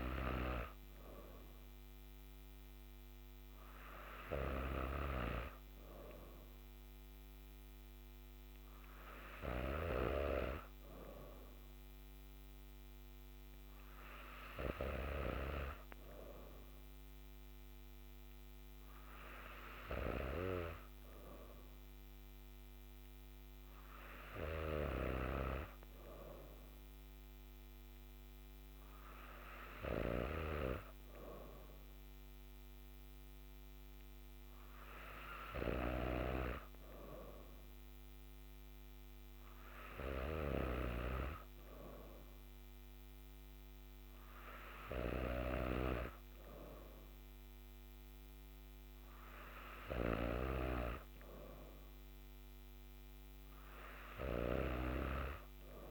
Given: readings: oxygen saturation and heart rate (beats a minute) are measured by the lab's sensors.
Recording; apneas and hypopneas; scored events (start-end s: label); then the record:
breathing in sleep by a microphone on the trachea; none
none scored
From the record:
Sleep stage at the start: N3 (deep sleep); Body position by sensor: on the back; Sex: female